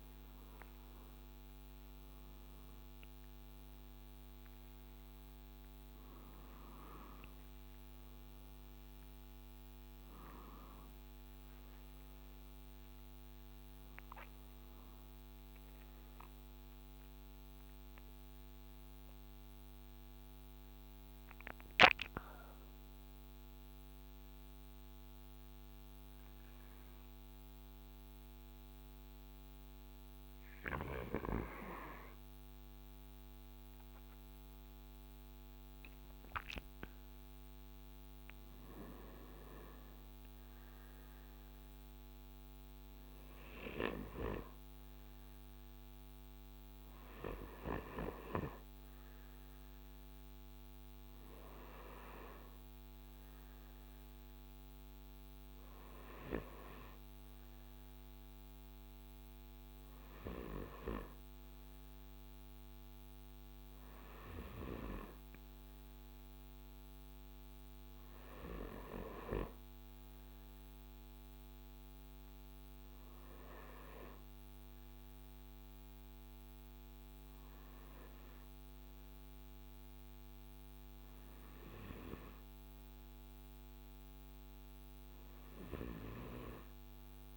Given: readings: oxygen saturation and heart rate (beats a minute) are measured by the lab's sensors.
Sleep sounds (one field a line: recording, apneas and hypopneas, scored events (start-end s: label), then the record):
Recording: a person partly awake in a sleep study, by a microphone on the trachea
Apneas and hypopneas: none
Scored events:
38.00-68.00 s: new sleep stage, N1 (lightest sleep)
68.00-87.37 s: new sleep stage, N2 (light sleep)
From the record:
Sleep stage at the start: awake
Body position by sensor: on the right side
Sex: male